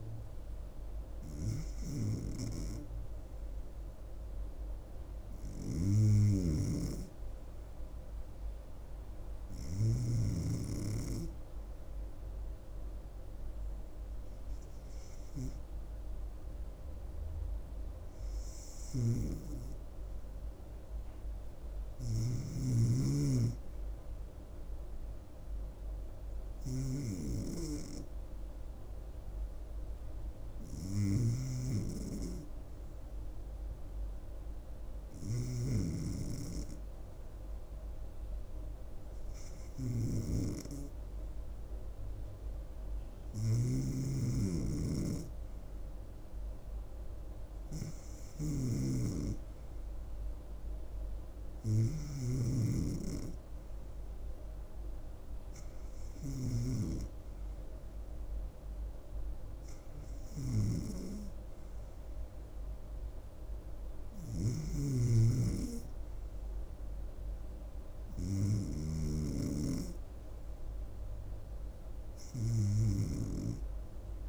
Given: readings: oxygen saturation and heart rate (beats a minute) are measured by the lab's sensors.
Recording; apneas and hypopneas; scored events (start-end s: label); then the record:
breathing in sleep by a room microphone; none
31.00-35.50 s: snoring (device-marked)
43.00-52.50 s: snoring (device-marked)
From the record:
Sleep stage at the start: REM sleep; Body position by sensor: on the back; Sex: female